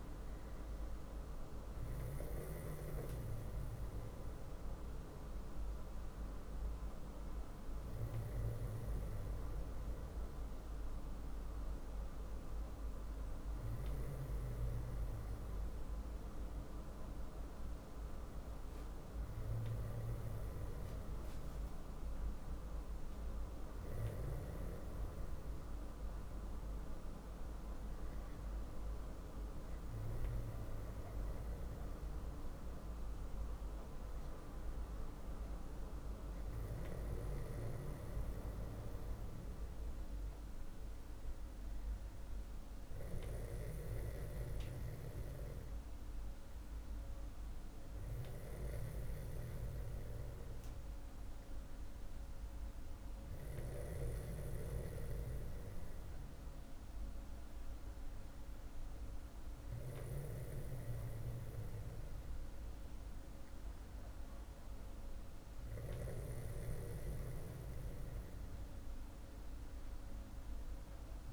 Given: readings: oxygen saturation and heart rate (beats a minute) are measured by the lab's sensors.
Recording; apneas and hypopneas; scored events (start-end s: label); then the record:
breathing in sleep by a room microphone; none
none scored
From the record:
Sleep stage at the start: N2 (light sleep); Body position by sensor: on the back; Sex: male